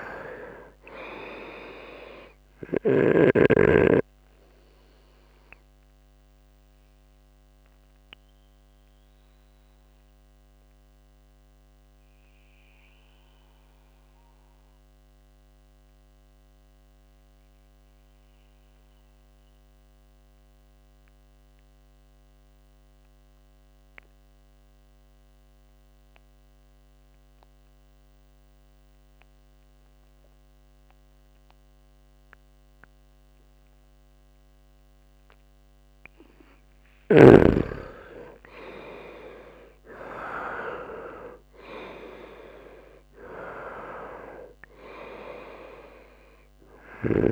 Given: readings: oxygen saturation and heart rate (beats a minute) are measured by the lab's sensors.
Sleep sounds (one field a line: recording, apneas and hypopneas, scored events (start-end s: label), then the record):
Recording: breathing in sleep by a microphone on the trachea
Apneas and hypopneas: 1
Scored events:
0.00-1.50 s: arousal
2.50-22.50 s: oxygen desaturation (device-marked, oxygen 94% before, 78% lowest, heart rate 68 before, 66 extreme)
7.50-36.50 s: obstructive apnea (oxygen 99% before, 78% lowest, heart rate 70 before, 66 extreme, up 11 after)
35.50-47.32 s: oxygen desaturation (device-marked, oxygen 98% before, 80% lowest, heart rate 70 before, 65 extreme)
38.00-42.00 s: arousal
From the record:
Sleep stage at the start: N2 (light sleep)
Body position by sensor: on the right side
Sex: male